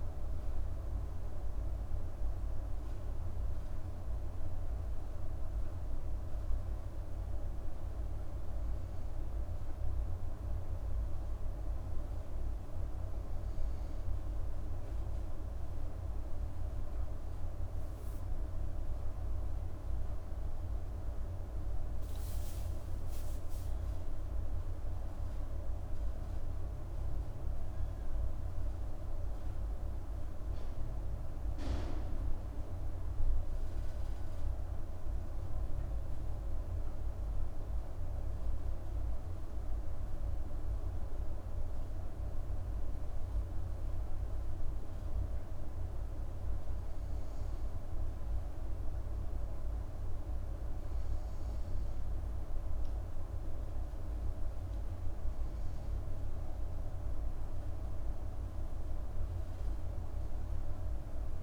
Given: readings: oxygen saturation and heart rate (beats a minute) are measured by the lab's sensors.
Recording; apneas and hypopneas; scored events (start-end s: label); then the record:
breathing in sleep, hard to hear, by a room microphone; none
20.00-25.00 s: arousal
From the record:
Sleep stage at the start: N2 (light sleep); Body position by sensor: on the right side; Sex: female